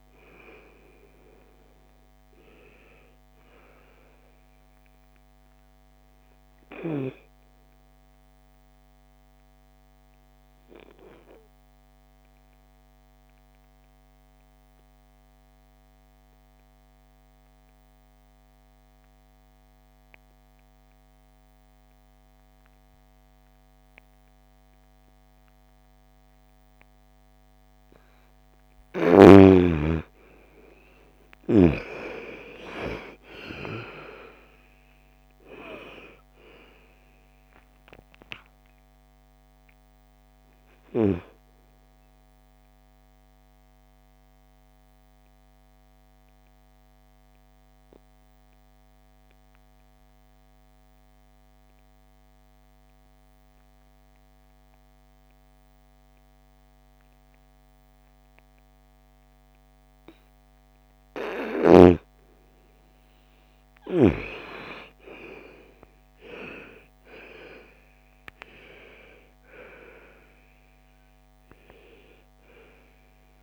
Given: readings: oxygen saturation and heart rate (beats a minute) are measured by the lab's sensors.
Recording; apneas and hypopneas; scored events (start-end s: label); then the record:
breathing in sleep by a microphone on the trachea; 2
0.00-16.50 s: oxygen desaturation (device-marked, oxygen 86% lowest, heart rate 56 extreme)
10.50-27.00 s: obstructive apnea (oxygen 98% before, 84% lowest, heart rate 65 before, 54 extreme, up 13 after)
25.50-55.50 s: oxygen desaturation (device-marked, oxygen 99% before, 84% lowest, heart rate 59 before, 54 extreme)
29.00-33.50 s: arousal
42.50-60.50 s: obstructive apnea (oxygen 99% before, 84% lowest, heart rate 65 before, 54 extreme, up 11 after)
62.00-65.50 s: arousal
68.50-73.43 s: oxygen desaturation (device-marked, oxygen 98% before, 86% lowest, heart rate 56 before, 56 extreme)
From the record:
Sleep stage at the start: N2 (light sleep); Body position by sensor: on the right side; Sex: female